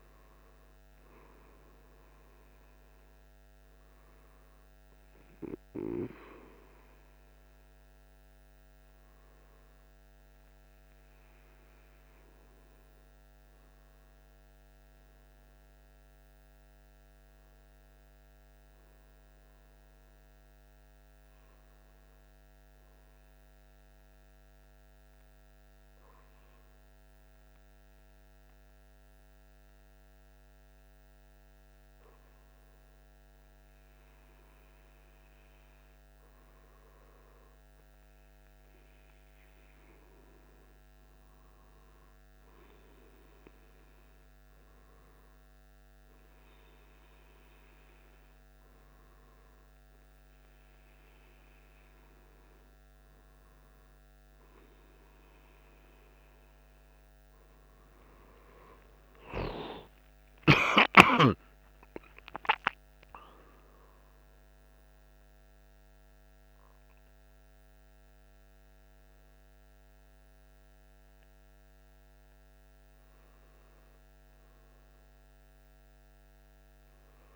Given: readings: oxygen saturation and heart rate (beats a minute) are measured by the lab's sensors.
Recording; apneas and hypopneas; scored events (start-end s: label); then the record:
breathing in sleep by a microphone on the trachea; 1
16.50-35.50 s: hypopnea (oxygen 99% before, 97% lowest, heart rate 55 before, 53 extreme, up 3 after)
59.50-64.50 s: arousal
From the record:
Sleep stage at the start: N1 (lightest sleep); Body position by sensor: on the back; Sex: male